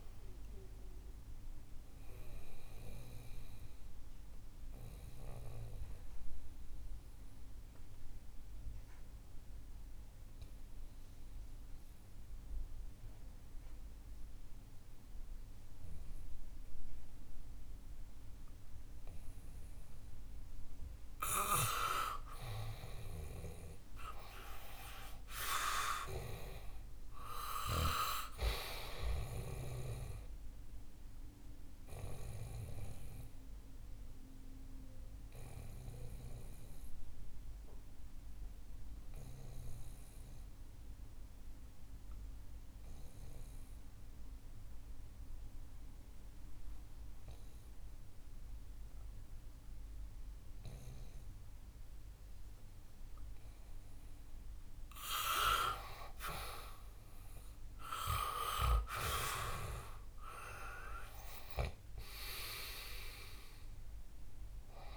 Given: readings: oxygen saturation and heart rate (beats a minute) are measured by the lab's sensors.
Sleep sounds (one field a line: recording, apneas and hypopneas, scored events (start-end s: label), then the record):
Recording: breathing in sleep by a room microphone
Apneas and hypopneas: 2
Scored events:
0.00-9.50 s: oxygen desaturation (device-marked, oxygen 87% lowest, heart rate 64 extreme)
1.50-21.50 s: mixed apnea (oxygen 98% before, 87% lowest, heart rate 71 before, 64 extreme, up 11 after)
23.00-27.50 s: arousal
23.50-49.50 s: oxygen desaturation (device-marked, oxygen 98% before, 90% lowest, heart rate 68 before, 62 extreme)
31.00-54.50 s: obstructive apnea (oxygen 99% before, 89% lowest, heart rate 67 before, 62 extreme, up 9 after)
55.50-59.00 s: arousal
55.50-64.97 s: oxygen desaturation (device-marked, oxygen 98% before, 92% lowest, heart rate 66 before, 62 extreme)
From the record:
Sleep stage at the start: N2 (light sleep)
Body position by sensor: on the back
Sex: male